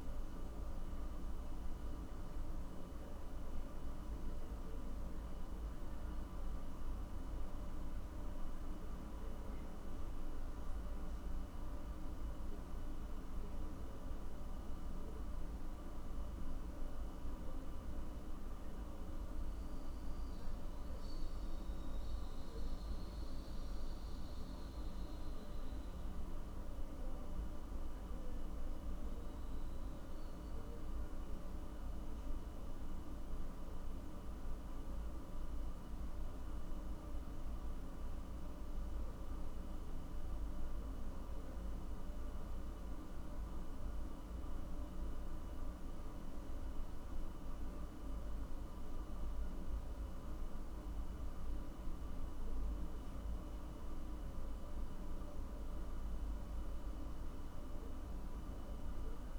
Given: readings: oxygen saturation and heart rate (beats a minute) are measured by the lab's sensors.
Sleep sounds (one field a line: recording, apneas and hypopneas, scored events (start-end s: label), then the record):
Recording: a person awake in a sleep study, hard to hear, by a room microphone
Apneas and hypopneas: none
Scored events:
none scored
From the record:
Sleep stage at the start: awake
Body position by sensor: on the back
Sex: male